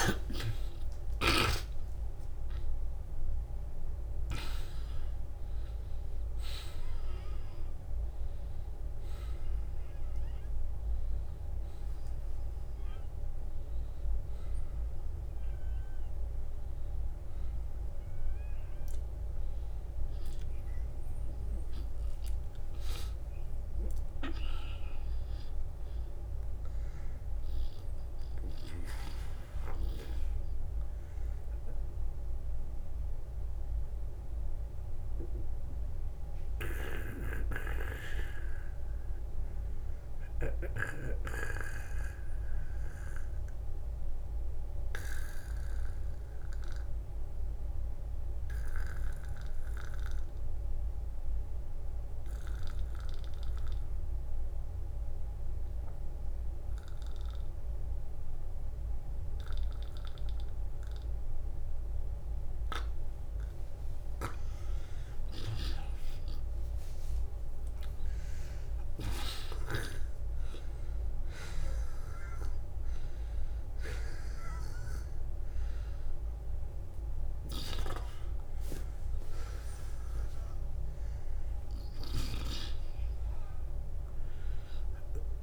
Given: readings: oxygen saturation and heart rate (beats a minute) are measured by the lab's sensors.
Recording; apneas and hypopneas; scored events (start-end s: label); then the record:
breathing in sleep by a room microphone; 1
0.00-1.50 s: arousal
0.00-1.50 s: long interval between heartbeats (device-marked, heart rate 107 extreme)
21.00-42.00 s: oxygen desaturation (device-marked, oxygen 92% before, 82% lowest, heart rate 76 before, 39 extreme)
25.50-29.00 s: arousal
32.00-62.50 s: obstructive apnea (oxygen 92% before, 82% lowest, heart rate 65 before, 39 extreme, up 27 after)
34.50-40.50 s: snoring (device-marked)
48.50-50.50 s: long interval between heartbeats (device-marked, heart rate 59 before, 54 extreme)
54.00-56.00 s: long interval between heartbeats (device-marked, heart rate 54 before, 48 extreme)
54.00-85.43 s: new sleep stage, N2 (light sleep)
65.00-68.00 s: arousal
73.00-75.00 s: long interval between heartbeats (device-marked, heart rate 55 before, 65 extreme)
78.00-80.00 s: long interval between heartbeats (device-marked, heart rate 61 before, 75 extreme)
From the record:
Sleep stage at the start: N1 (lightest sleep); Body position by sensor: on the back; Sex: male